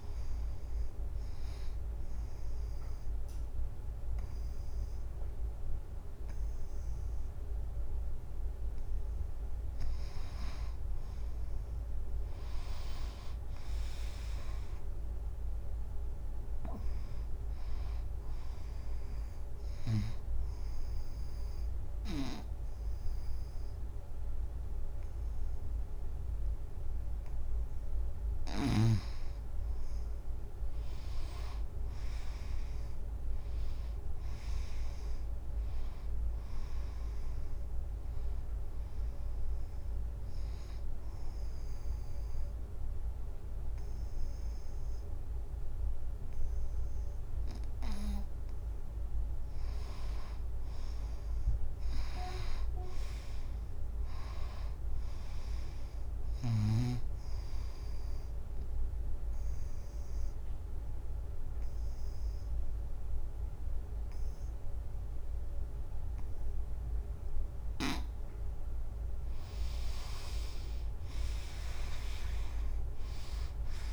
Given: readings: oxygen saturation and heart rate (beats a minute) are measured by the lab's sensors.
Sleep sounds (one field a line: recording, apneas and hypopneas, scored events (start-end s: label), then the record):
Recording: breathing in sleep by a room microphone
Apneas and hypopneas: 4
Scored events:
0.00-10.50 s: oxygen desaturation (device-marked, oxygen 87% lowest, heart rate 77 extreme)
0.50-10.50 s: obstructive apnea (oxygen 97% before, 87% lowest, heart rate 85 before, 77 extreme, up 5 after)
12.00-16.00 s: arousal
19.00-29.00 s: obstructive apnea (oxygen 96% before, 88% lowest, heart rate 88 before, 75 extreme, up 2 after)
19.50-27.50 s: oxygen desaturation (device-marked, oxygen 95% before, 89% lowest, heart rate 88 before, 76 extreme)
31.00-35.00 s: arousal
35.50-46.50 s: oxygen desaturation (device-marked, oxygen 95% before, 88% lowest, heart rate 88 before, 75 extreme)
40.50-50.50 s: obstructive apnea (oxygen 95% before, 87% lowest, heart rate 88 before, 68 extreme, up 9 after)
52.50-55.50 s: arousal
57.50-64.50 s: oxygen desaturation (device-marked, oxygen 96% before, 88% lowest, heart rate 86 before, 68 extreme)
58.00-68.00 s: obstructive apnea (oxygen 96% before, 86% lowest, heart rate 86 before, 68 extreme)
72.00-73.93 s: arousal
72.50-73.93 s: oxygen desaturation (device-marked, oxygen 95% before, 87% lowest, heart rate 85 before, 74 extreme)
From the record:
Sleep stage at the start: N2 (light sleep)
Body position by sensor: on the right side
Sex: female